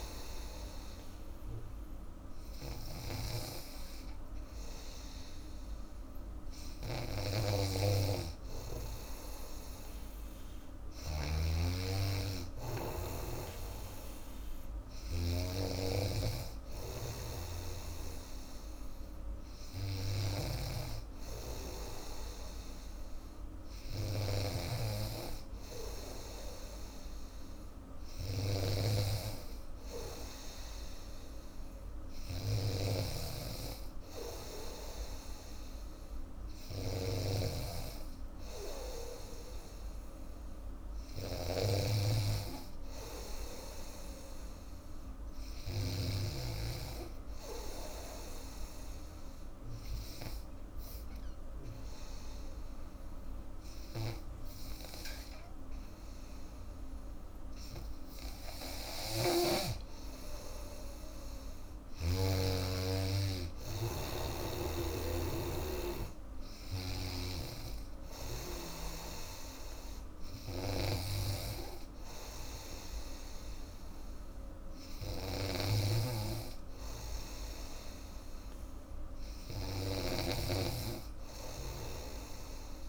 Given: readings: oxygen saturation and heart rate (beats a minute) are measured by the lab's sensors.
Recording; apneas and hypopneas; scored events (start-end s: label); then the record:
breathing in sleep by a room microphone; 1
0.00-15.50 s: snoring (device-marked)
20.00-46.00 s: snoring (device-marked)
43.00-46.00 s: arousal
48.50-60.00 s: hypopnea (oxygen 97% before, 93% lowest, heart rate 88 before, 83 extreme, up 2 after)
62.00-65.50 s: arousal
65.00-75.00 s: oxygen desaturation (device-marked, oxygen 96% before, 93% lowest, heart rate 86 before, 83 extreme)
66.50-82.89 s: snoring (device-marked)
From the record:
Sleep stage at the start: N2 (light sleep); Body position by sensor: on the back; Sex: female